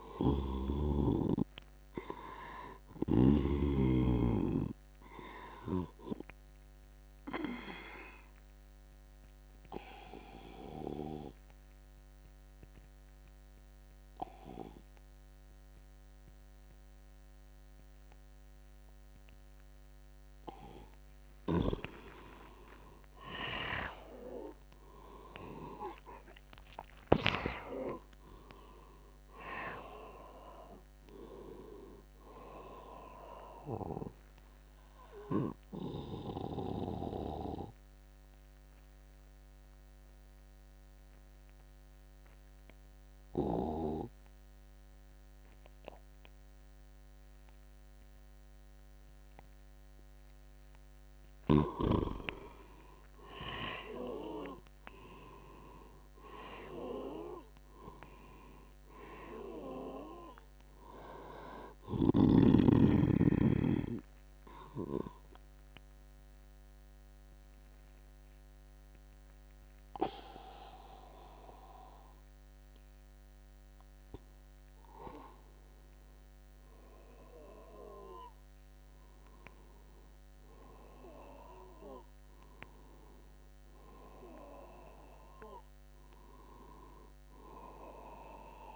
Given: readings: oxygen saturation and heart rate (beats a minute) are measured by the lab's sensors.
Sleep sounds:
breathing in sleep by a microphone on the trachea; 3
0.00-13.00 s: oxygen desaturation (device-marked, oxygen 91% lowest, heart rate 75 extreme)
6.50-20.00 s: obstructive apnea (oxygen 98% before, 90% lowest, heart rate 82 before, 77 extreme, up 3 after)
22.50-26.50 s: arousal
26.00-46.00 s: oxygen desaturation (device-marked, oxygen 98% before, 90% lowest, heart rate 81 before, 75 extreme)
35.00-50.00 s: obstructive apnea (oxygen 98% before, 90% lowest, heart rate 84 before, 75 extreme, up 6 after)
52.00-56.00 s: arousal
54.00-73.00 s: oxygen desaturation (device-marked, oxygen 99% before, 91% lowest, heart rate 81 before, 71 extreme)
63.00-74.00 s: obstructive apnea (oxygen 99% before, 91% lowest, heart rate 81 before, 71 extreme, up 4 after)
76.00-80.50 s: arousal
From the record:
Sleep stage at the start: N2 (light sleep); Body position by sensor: on the back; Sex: male

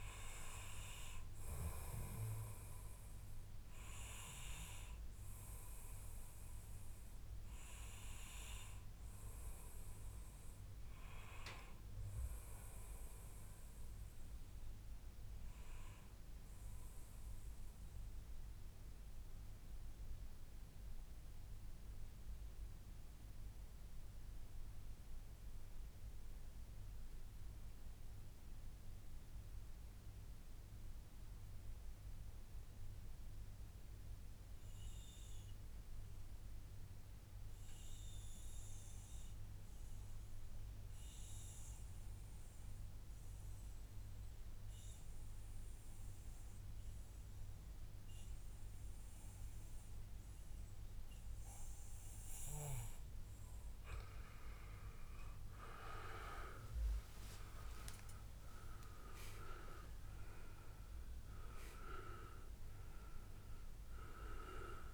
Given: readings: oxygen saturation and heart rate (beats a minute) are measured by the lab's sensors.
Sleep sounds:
breathing in sleep by a room microphone; 1
0.00-2.50 s: oxygen desaturation (device-marked, oxygen 93% lowest, heart rate 79 extreme)
6.00-53.50 s: mixed apnea (oxygen 97% before, 90% lowest, heart rate 103 before, 79 extreme, up 16 after)
17.50-19.50 s: long interval between heartbeats (device-marked, heart rate 101 before, 83 extreme)
31.00-33.00 s: long interval between heartbeats (device-marked, heart rate 98 before, 101 extreme)
46.50-64.94 s: oxygen desaturation (device-marked, oxygen 97% before, 90% lowest, heart rate 101 before, 97 extreme)
54.50-58.50 s: arousal
From the record:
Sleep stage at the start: N2 (light sleep); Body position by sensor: on the back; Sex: male

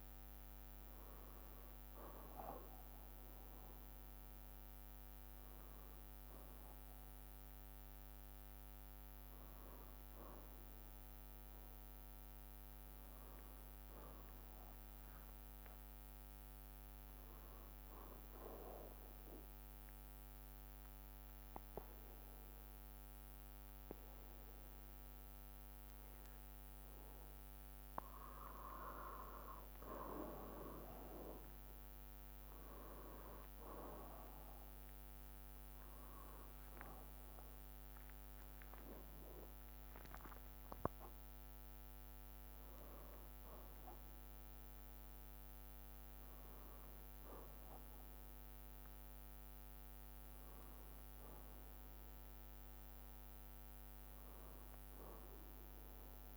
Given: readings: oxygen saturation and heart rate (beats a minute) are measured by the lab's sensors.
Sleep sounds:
breathing in sleep by a microphone on the trachea; 1
11.50-15.50 s: arousal
14.50-34.50 s: bradycardia (device-marked, heart rate 68 before, 54 extreme)
18.00-28.00 s: obstructive apnea (oxygen 97% before, 93% lowest, heart rate 63 before, 54 extreme, up 4 after)
38.00-42.50 s: arousal
43.50-47.50 s: bradycardia (device-marked, heart rate 67 before, 59 extreme)
From the record:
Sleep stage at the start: N1 (lightest sleep); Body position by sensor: on the back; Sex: male

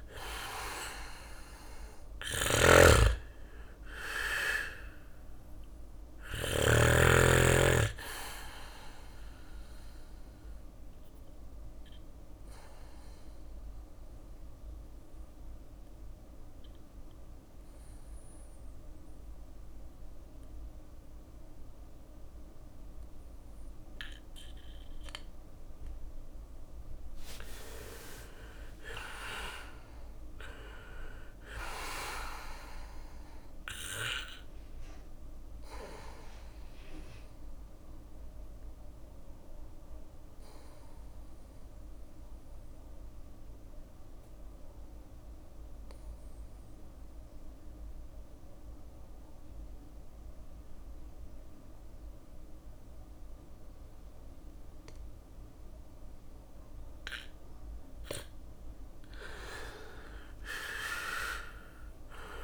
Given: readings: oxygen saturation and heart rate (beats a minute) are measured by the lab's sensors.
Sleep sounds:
breathing in sleep by a room microphone; 2
0.00-1.50 s: arousal
0.00-5.50 s: snoring (device-marked)
3.00-22.00 s: oxygen desaturation (device-marked, oxygen 100% before, 91% lowest, heart rate 59 before, 55 extreme)
6.00-20.00 s: bradycardia (device-marked, heart rate 61 before, 56 extreme)
9.00-23.50 s: obstructive apnea (oxygen 100% before, 90% lowest, heart rate 59 before, 55 extreme, up 9 after)
26.00-29.00 s: arousal
27.00-39.00 s: drop in pulse transit time (device-marked, heart rate 58 before, 55 extreme)
32.00-56.00 s: bradycardia (device-marked, heart rate 61 before, 55 extreme)
33.00-56.50 s: obstructive apnea (oxygen 99% before, 90% lowest, heart rate 60 before, 55 extreme, up 9 after)
36.00-53.00 s: oxygen desaturation (device-marked, oxygen 99% before, 94% lowest, heart rate 61 before, 55 extreme)
57.00-62.44 s: drop in pulse transit time (device-marked, heart rate 56 before, 58 extreme)
58.50-62.00 s: arousal
From the record:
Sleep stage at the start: N2 (light sleep); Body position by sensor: on the back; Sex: male

